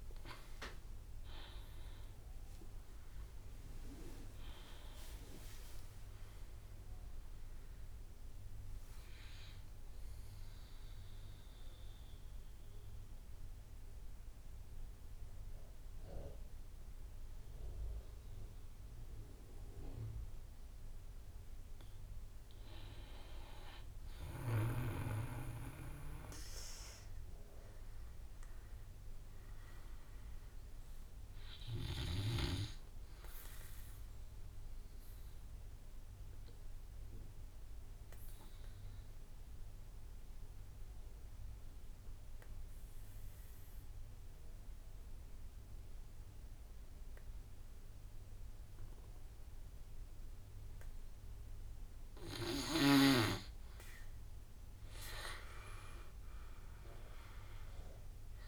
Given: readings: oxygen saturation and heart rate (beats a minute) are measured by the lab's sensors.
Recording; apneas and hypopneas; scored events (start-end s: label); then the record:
breathing in sleep by a room microphone; 2
0.00-7.00 s: oxygen desaturation (device-marked, oxygen 88% lowest, heart rate 46 extreme)
0.00-15.00 s: drop in pulse transit time (device-marked, heart rate 48 extreme)
10.50-21.00 s: central apnea (oxygen 98% before, 89% lowest, heart rate 64 before, 43 extreme, up 10 after)
23.00-26.00 s: arousal
35.00-51.50 s: obstructive apnea (oxygen 99% before, 88% lowest, heart rate 51 before, 46 extreme, up 11 after)
54.50-56.50 s: arousal
56.00-58.47 s: oxygen desaturation (device-marked, oxygen 98% before, 89% lowest, heart rate 49 before, 46 extreme)
From the record:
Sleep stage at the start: N2 (light sleep); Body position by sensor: on the back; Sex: male